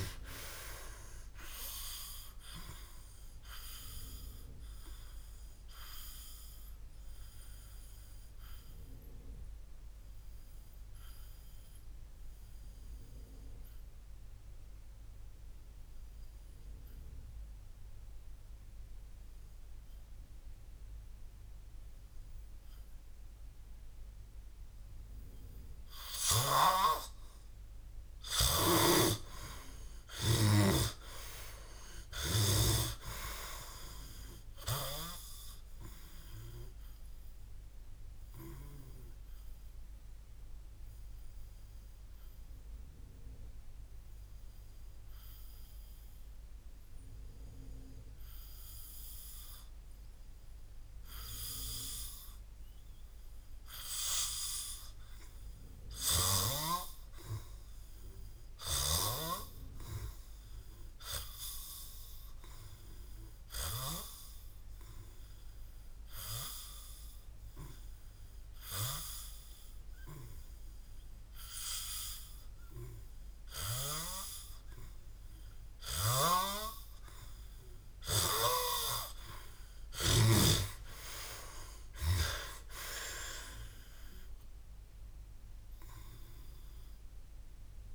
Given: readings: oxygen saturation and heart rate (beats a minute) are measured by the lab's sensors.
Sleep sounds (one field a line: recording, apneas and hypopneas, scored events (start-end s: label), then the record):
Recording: breathing in sleep by a room microphone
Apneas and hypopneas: 3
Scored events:
0.00-32.00 s: oxygen desaturation (device-marked, oxygen 98% before, 87% lowest, heart rate 61 before, 55 extreme)
4.50-27.00 s: obstructive apnea (oxygen 98% before, 87% lowest, heart rate 64 before, 55 extreme, up 30 after)
28.50-32.50 s: snoring (device-marked)
29.00-33.50 s: arousal
40.00-53.50 s: obstructive apnea (oxygen 99% before, 84% lowest, heart rate 66 before, 55 extreme, up 1 after)
44.00-64.00 s: oxygen desaturation (device-marked, oxygen 99% before, 88% lowest, heart rate 66 before, 55 extreme)
56.50-60.00 s: arousal
64.50-76.00 s: hypopnea (oxygen 99% before, 84% lowest, heart rate 57 before, 58 extreme, up 23 after)
78.00-87.95 s: oxygen desaturation (device-marked, oxygen 95% before, 88% lowest, heart rate 57 before, 58 extreme)
79.50-83.00 s: arousal
From the record:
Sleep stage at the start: N2 (light sleep)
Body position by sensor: on the back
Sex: male